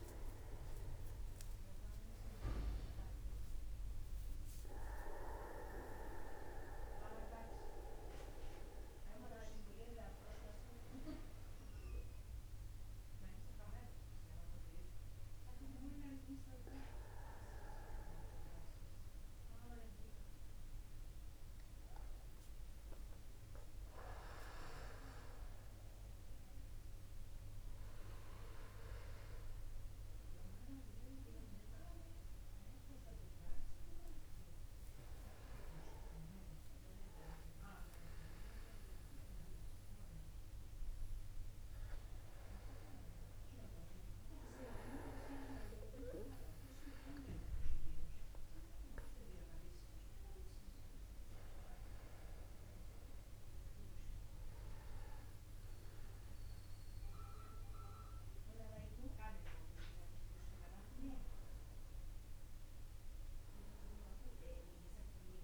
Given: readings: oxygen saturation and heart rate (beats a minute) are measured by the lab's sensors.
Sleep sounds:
a person awake in a sleep study, by a room microphone; none
0.50-2.50 s: long interval between heartbeats (device-marked, heart rate 51 before, 77 extreme)
4.00-6.00 s: long interval between heartbeats (device-marked, heart rate 57 before, 77 extreme)
10.00-12.00 s: long interval between heartbeats (device-marked, heart rate 64 before, 40 extreme)
16.50-18.50 s: long interval between heartbeats (device-marked, heart rate 63 before, 67 extreme)
22.00-24.00 s: long interval between heartbeats (device-marked, heart rate 64 before, 83 extreme)
26.50-28.50 s: long interval between heartbeats (device-marked, heart rate 65 before, 103 extreme)
30.50-32.50 s: long interval between heartbeats (device-marked, heart rate 73 before, 148 extreme)
32.50-34.50 s: long interval between heartbeats (device-marked, heart rate 85 before, 176 extreme)
37.00-39.00 s: long interval between heartbeats (device-marked, heart rate 113 before, 157 extreme)
39.00-41.00 s: long interval between heartbeats (device-marked, heart rate 123 before, 137 extreme)
41.50-43.50 s: long interval between heartbeats (device-marked, heart rate 132 before, 105 extreme)
46.50-48.50 s: long interval between heartbeats (device-marked, heart rate 135 before, 69 extreme)
49.00-51.00 s: long interval between heartbeats (device-marked, heart rate 131 before, 85 extreme)
54.50-56.50 s: long interval between heartbeats (device-marked, heart rate 114 before, 107 extreme)
55.00-65.44 s: new sleep stage, N1 (lightest sleep)
59.50-61.50 s: long interval between heartbeats (device-marked, heart rate 98 before, 60 extreme)
From the record:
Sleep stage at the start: awake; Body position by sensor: upright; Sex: male

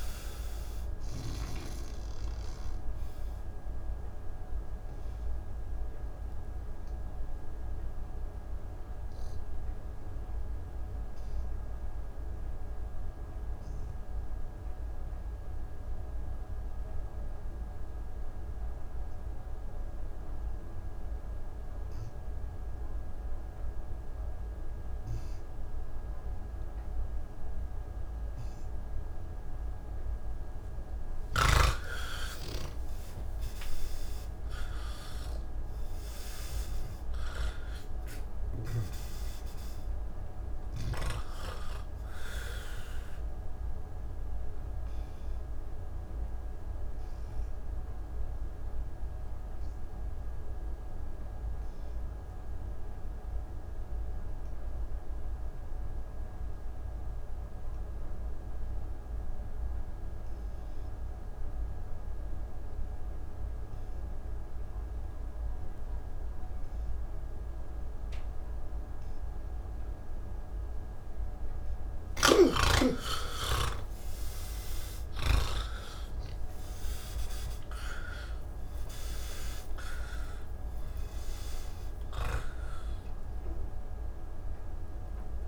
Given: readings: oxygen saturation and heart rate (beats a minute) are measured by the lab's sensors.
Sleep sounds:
breathing in sleep by a room microphone; 2
0.00-17.50 s: oxygen desaturation (device-marked, oxygen 81% lowest)
3.00-29.50 s: obstructive apnea (oxygen 98% before, 79% lowest)
25.50-58.50 s: oxygen desaturation (device-marked, oxygen 98% before, 79% lowest)
44.50-72.50 s: obstructive apnea (oxygen 98% before, 77% lowest)
60.50-85.48 s: new sleep stage, N3 (deep sleep)
63.50-85.48 s: oxygen desaturation (device-marked, oxygen 98% before, 77% lowest)
72.50-76.00 s: snoring (device-marked)
From the record:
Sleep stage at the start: N2 (light sleep); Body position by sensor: on the back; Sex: male

